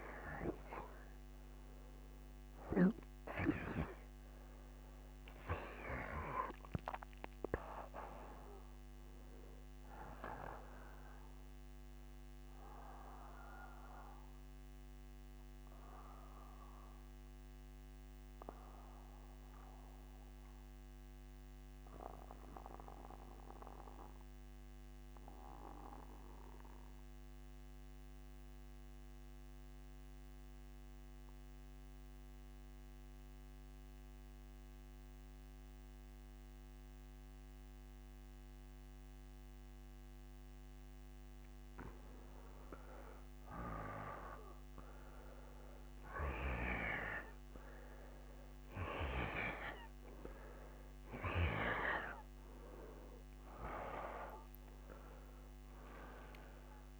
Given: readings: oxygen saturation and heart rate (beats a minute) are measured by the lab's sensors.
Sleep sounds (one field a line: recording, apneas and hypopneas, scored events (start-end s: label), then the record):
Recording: breathing in sleep by a microphone on the trachea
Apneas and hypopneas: 1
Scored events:
11.50-38.50 s: obstructive apnea (oxygen 97% before, 85% lowest, heart rate 66 before, 63 extreme, up 3 after)
37.00-57.00 s: oxygen desaturation (device-marked, oxygen 96% before, 85% lowest, heart rate 64 before, 63 extreme)
52.50-57.00 s: arousal
From the record:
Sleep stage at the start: N2 (light sleep)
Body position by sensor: on the back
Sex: male